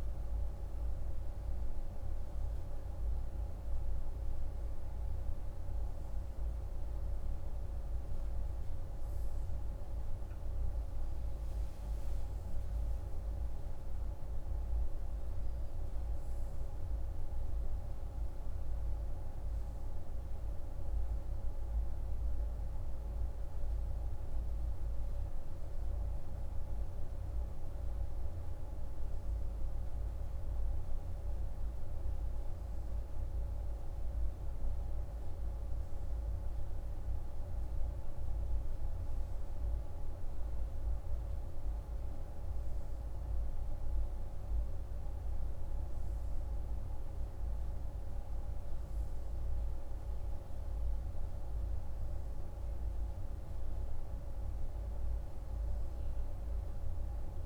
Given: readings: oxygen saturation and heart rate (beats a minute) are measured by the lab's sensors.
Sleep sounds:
breathing in sleep, hard to hear, by a room microphone; none
23.00-53.00 s: new sleep stage, N2 (light sleep)
53.00-57.46 s: new sleep stage, N3 (deep sleep)
From the record:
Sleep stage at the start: N3 (deep sleep); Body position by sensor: on the right side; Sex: male

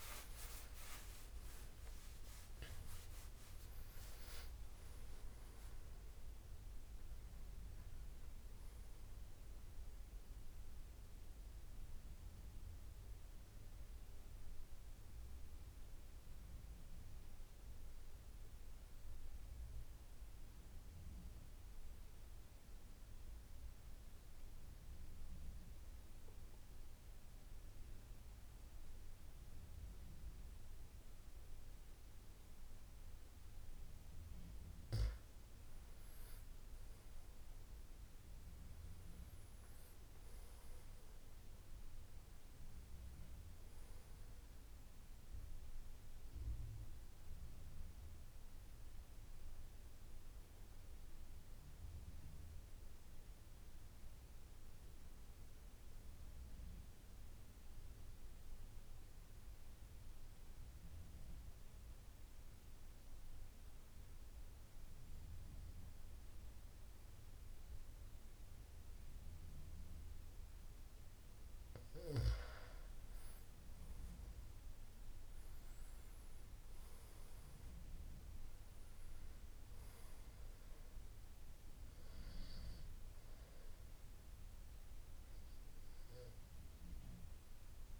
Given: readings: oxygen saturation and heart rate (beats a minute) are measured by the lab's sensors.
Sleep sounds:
breathing in sleep, hard to hear, by a room microphone; 2
0.00-2.00 s: arousal
0.00-25.50 s: oxygen desaturation (device-marked, oxygen 86% lowest, heart rate 63 extreme)
14.50-33.50 s: central apnea (oxygen 97% before, 85% lowest, heart rate 88 before, 63 extreme, up 21 after)
35.50-59.50 s: oxygen desaturation (device-marked, oxygen 98% before, 87% lowest, heart rate 69 before, 69 extreme)
36.00-41.00 s: arousal
48.00-72.00 s: mixed apnea (oxygen 98% before, 85% lowest, heart rate 80 before, 69 extreme, up 13 after)
72.50-88.00 s: oxygen desaturation (device-marked, oxygen 97% before, 85% lowest, heart rate 74 before, 65 extreme)
74.00-78.00 s: arousal
From the record:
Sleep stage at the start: N2 (light sleep); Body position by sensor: on the back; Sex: male

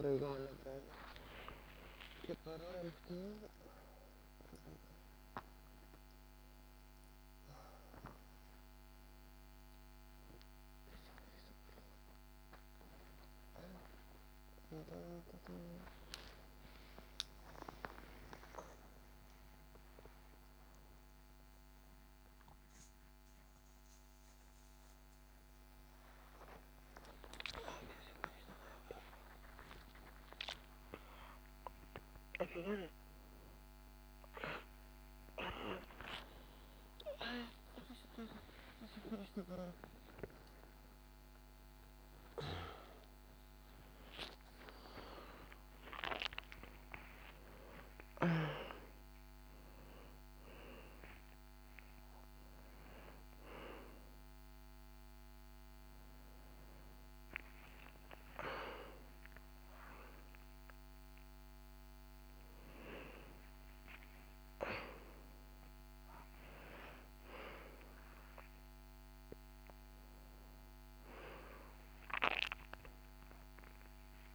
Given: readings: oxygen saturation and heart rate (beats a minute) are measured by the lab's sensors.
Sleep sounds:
a person awake in a sleep study, by a microphone on the trachea; none
10.00-12.00 s: long interval between heartbeats (device-marked, heart rate 69 before, 79 extreme)
16.00-20.00 s: tachycardia (device-marked, heart rate 63 before, 106 extreme)
16.50-18.50 s: long interval between heartbeats (device-marked, heart rate 72 before, 76 extreme)
19.50-21.50 s: long interval between heartbeats (device-marked, heart rate 74 before, 106 extreme)
26.00-33.00 s: tachycardia (device-marked, heart rate 64 before, 152 extreme)
29.50-31.50 s: long interval between heartbeats (device-marked, heart rate 86 before, 111 extreme)
39.00-41.00 s: long interval between heartbeats (device-marked, heart rate 108 before, 93 extreme)
46.50-48.50 s: long interval between heartbeats (device-marked, heart rate 105 before, 91 extreme)
58.50-60.50 s: long interval between heartbeats (device-marked, heart rate 85 before, 94 extreme)
64.50-66.50 s: long interval between heartbeats (device-marked, heart rate 87 before, 77 extreme)
72.00-74.00 s: long interval between heartbeats (device-marked, heart rate 82 before, 79 extreme)
From the record:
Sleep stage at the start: awake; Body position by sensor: on the right side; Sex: female

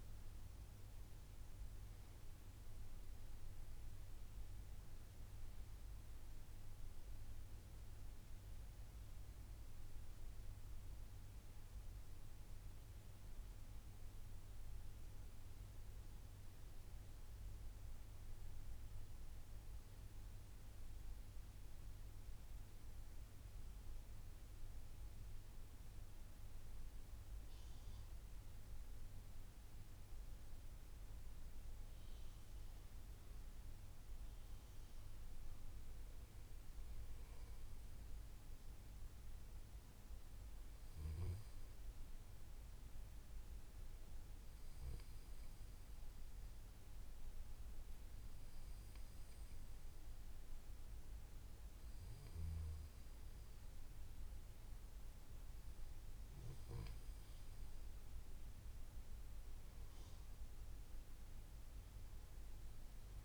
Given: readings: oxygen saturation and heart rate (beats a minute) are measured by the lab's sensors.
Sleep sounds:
breathing in sleep, hard to hear, by a room microphone; none
none scored
From the record:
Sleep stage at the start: N2 (light sleep); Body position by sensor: on the back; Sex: male

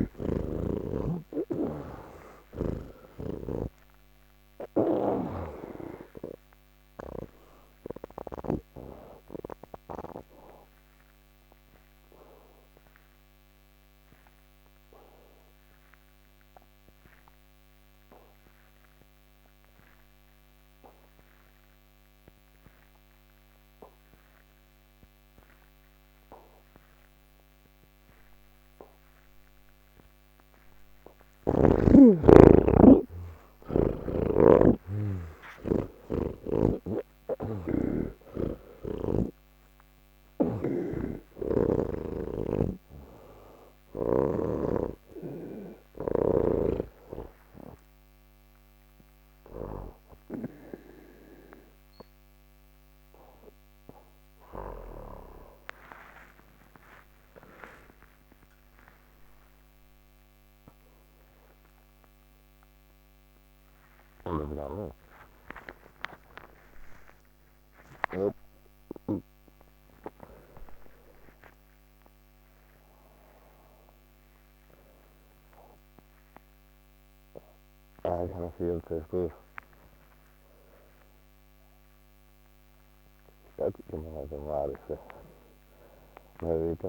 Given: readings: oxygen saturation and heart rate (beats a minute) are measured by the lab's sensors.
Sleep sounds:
breathing in sleep by a microphone on the trachea; 1
0.00-2.50 s: snoring (device-marked)
0.00-26.00 s: oxygen desaturation (device-marked, oxygen 78% lowest, heart rate 60 extreme)
7.50-28.50 s: obstructive apnea (oxygen 98% before, 78% lowest, heart rate 115 before, 60 extreme)
28.00-61.00 s: oxygen desaturation (device-marked, oxygen 97% before, 81% lowest, heart rate 84 before, 75 extreme)
38.50-42.00 s: snoring (device-marked)
78.00-84.50 s: snoring (device-marked)
From the record:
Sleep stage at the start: N1 (lightest sleep); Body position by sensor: on the back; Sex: male

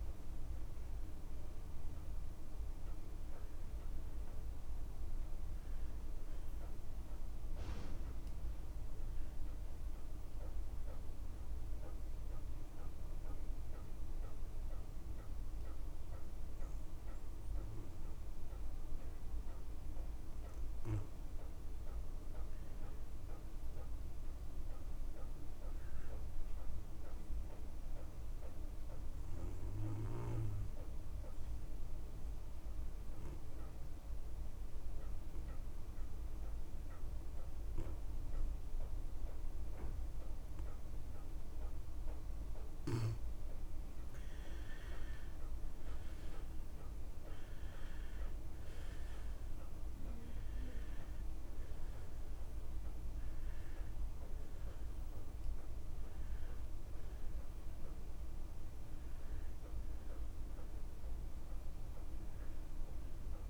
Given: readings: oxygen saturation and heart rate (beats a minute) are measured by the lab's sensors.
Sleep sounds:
breathing in sleep, hard to hear, by a room microphone; 2
8.50-31.50 s: oxygen desaturation (device-marked, oxygen 94% before, 89% lowest)
10.00-21.00 s: hypopnea (oxygen 95% before, 86% lowest)
10.50-12.50 s: long interval between heartbeats (device-marked)
15.00-17.00 s: long interval between heartbeats (device-marked)
22.00-24.50 s: arousal
29.00-43.50 s: obstructive apnea (oxygen 94% before, 86% lowest)
30.50-32.50 s: long interval between heartbeats (device-marked)
45.00-47.00 s: long interval between heartbeats (device-marked)
45.00-48.00 s: arousal
46.50-63.50 s: oxygen desaturation (device-marked, oxygen 97% before, 86% lowest)
From the record:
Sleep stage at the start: N2 (light sleep); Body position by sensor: on the back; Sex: male

